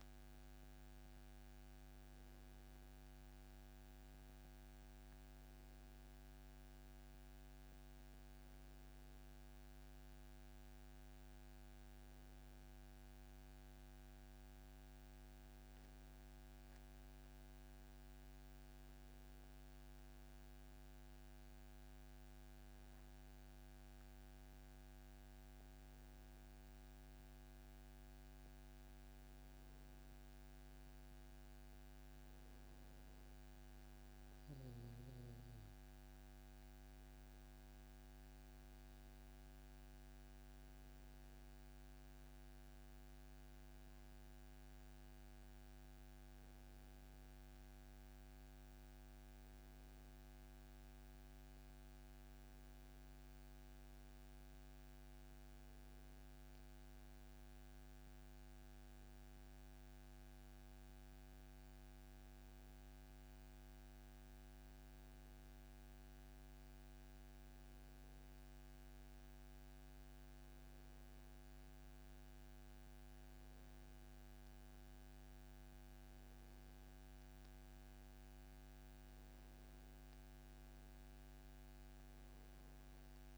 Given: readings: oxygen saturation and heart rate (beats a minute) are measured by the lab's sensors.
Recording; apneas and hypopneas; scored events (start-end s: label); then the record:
breathing in sleep, hard to hear, by a microphone on the trachea; none
33.50-37.50 s: arousal
From the record:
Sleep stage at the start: N1 (lightest sleep); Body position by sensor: on the back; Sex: male